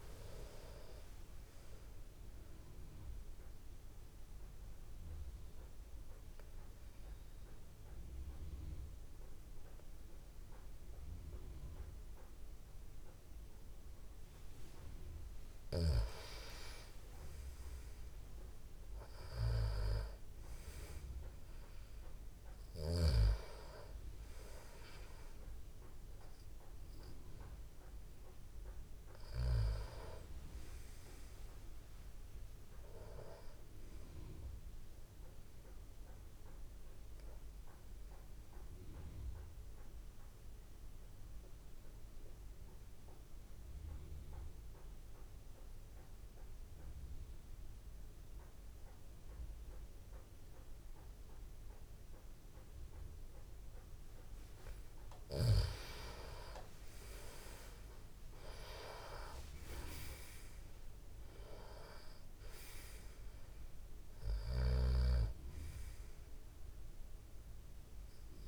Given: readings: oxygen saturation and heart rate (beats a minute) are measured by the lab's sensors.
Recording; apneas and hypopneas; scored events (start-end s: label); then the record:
breathing in sleep by a room microphone; 2
0.00-1.00 s: arousal
3.00-15.00 s: obstructive apnea (oxygen 97% before, 89% lowest, heart rate 65 before, 55 extreme, up 47 after)
17.00-44.00 s: oxygen desaturation (device-marked, oxygen 97% before, 91% lowest, heart rate 59 before, 52 extreme)
18.00-22.00 s: arousal
36.00-55.50 s: obstructive apnea (oxygen 97% before, 89% lowest, heart rate 73 before, 52 extreme, up 23 after)
57.00-59.50 s: arousal
59.00-68.48 s: oxygen desaturation (device-marked, oxygen 97% before, 89% lowest, heart rate 55 before, 52 extreme)
From the record:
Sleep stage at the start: N2 (light sleep); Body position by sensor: on the back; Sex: male